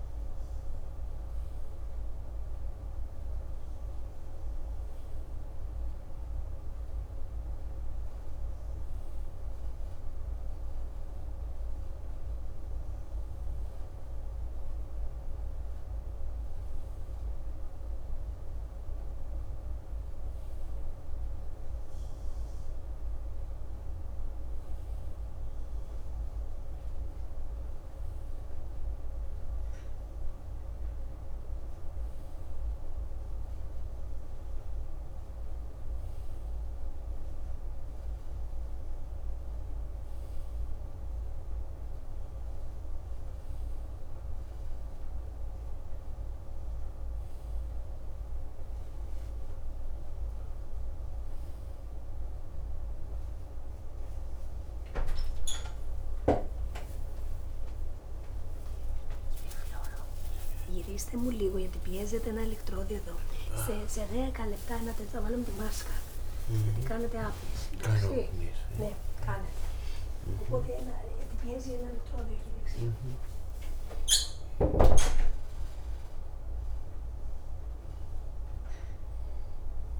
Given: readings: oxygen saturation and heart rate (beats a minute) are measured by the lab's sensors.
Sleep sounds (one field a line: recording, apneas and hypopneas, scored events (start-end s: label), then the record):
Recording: a person partly awake in a sleep study, by a room microphone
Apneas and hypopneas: none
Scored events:
48.00-78.00 s: new sleep stage, awake
78.00-80.00 s: new sleep stage, N1 (lightest sleep)
From the record:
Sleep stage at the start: REM sleep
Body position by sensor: on the right side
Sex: male